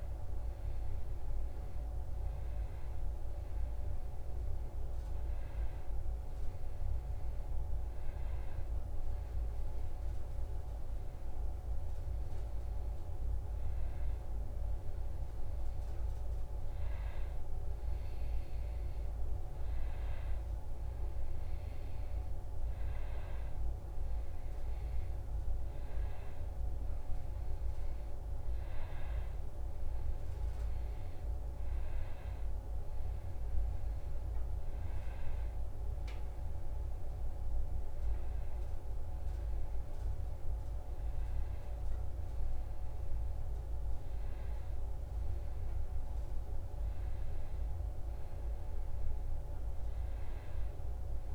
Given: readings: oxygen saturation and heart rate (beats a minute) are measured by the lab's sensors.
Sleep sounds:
breathing in sleep, hard to hear, by a room microphone; none
none scored
From the record:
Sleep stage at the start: N2 (light sleep); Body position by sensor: on the back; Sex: male

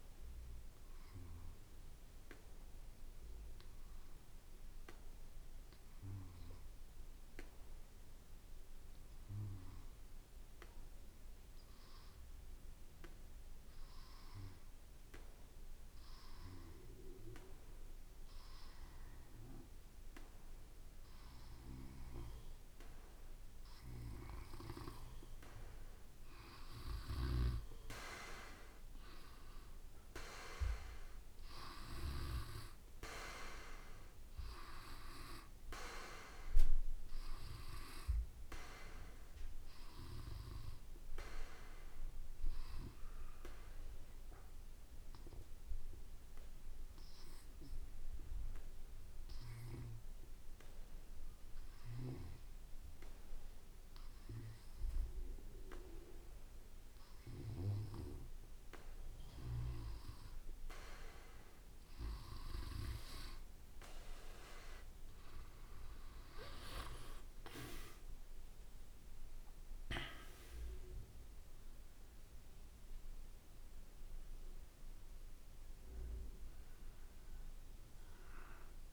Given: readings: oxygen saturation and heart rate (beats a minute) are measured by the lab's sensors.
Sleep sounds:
breathing in sleep by a room microphone; 2
2.00-23.50 s: obstructive apnea (oxygen 95% before, 90% lowest, heart rate 56 before, 55 extreme, up 2 after)
18.50-51.50 s: oxygen desaturation (device-marked, oxygen 96% before, 90% lowest, heart rate 55 before, 54 extreme)
27.00-31.00 s: arousal
44.50-59.50 s: obstructive apnea (oxygen 95% before, 88% lowest, heart rate 57 before, 52 extreme, up 5 after)
64.00-69.00 s: arousal
64.50-76.50 s: oxygen desaturation (device-marked, oxygen 96% before, 92% lowest, heart rate 55 before, 51 extreme)
65.50-78.93 s: drop in pulse transit time (device-marked, heart rate 55 before, 54 extreme)
From the record:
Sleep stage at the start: N2 (light sleep); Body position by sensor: on the back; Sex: male

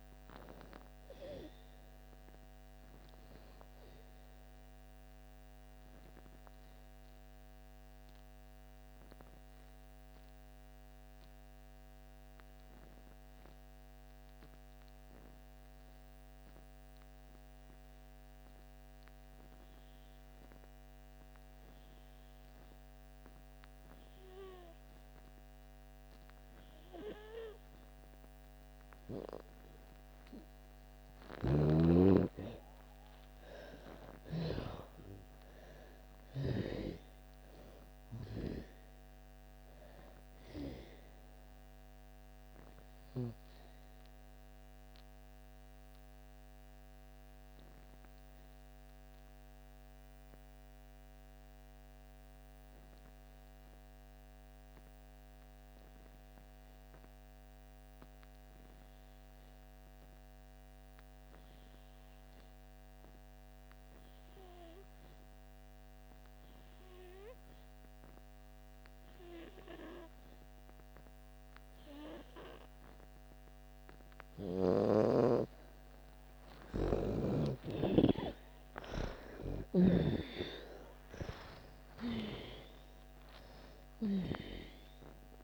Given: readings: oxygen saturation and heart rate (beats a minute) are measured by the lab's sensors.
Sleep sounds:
breathing in sleep by a microphone on the trachea; 2
0.00-19.00 s: oxygen desaturation (device-marked, oxygen 84% lowest)
3.50-28.50 s: obstructive apnea (oxygen 98% before, 82% lowest)
24.00-60.00 s: oxygen desaturation (device-marked, oxygen 98% before, 82% lowest)
33.50-37.00 s: arousal
41.50-75.50 s: mixed apnea (oxygen 98% before, 80% lowest)
68.00-85.44 s: oxygen desaturation (device-marked, oxygen 98% before, 80% lowest)
78.00-82.00 s: arousal
From the record:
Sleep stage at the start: N2 (light sleep); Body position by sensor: on the back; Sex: female

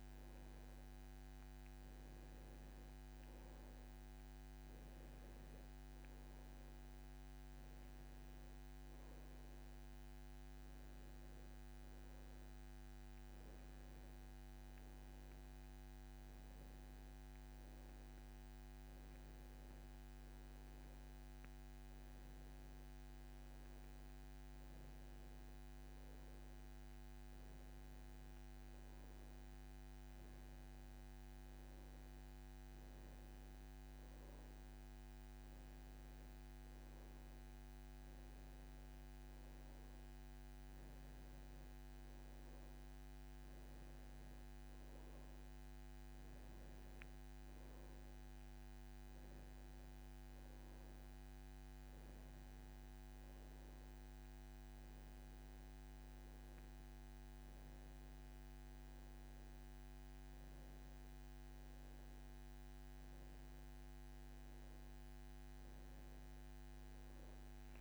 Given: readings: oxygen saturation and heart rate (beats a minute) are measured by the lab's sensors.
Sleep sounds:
breathing in sleep, hard to hear, by a microphone on the trachea; none
6.50-25.50 s: oxygen desaturation (device-marked, oxygen 99% before, 95% lowest, heart rate 66 before, 68 extreme)
From the record:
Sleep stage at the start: N1 (lightest sleep); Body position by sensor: on the back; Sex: male

